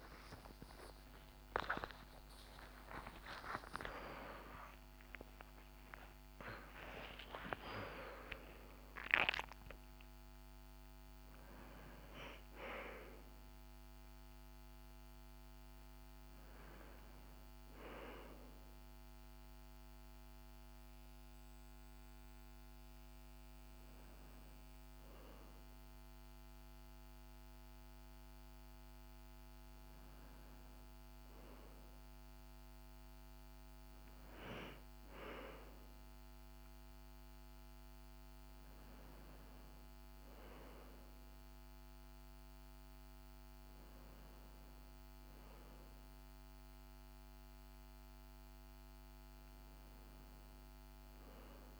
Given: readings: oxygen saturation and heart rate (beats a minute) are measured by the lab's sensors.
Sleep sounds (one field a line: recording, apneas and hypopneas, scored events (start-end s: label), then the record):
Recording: a person awake in a sleep study, by a microphone on the trachea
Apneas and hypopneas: none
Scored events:
2.00-4.00 s: long interval between heartbeats (device-marked, heart rate 42 before, 64 extreme)
4.00-18.00 s: tachycardia (device-marked, heart rate 67 before, 140 extreme)
5.50-7.50 s: long interval between heartbeats (device-marked, heart rate 44 before, 99 extreme)
7.50-9.50 s: long interval between heartbeats (device-marked, heart rate 48 before, 131 extreme)
12.50-14.50 s: long interval between heartbeats (device-marked, heart rate 69 before, 121 extreme)
14.50-16.50 s: long interval between heartbeats (device-marked, heart rate 79 before, 134 extreme)
20.50-22.50 s: long interval between heartbeats (device-marked, heart rate 108 before, 88 extreme)
From the record:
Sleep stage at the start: awake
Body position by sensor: on the right side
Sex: female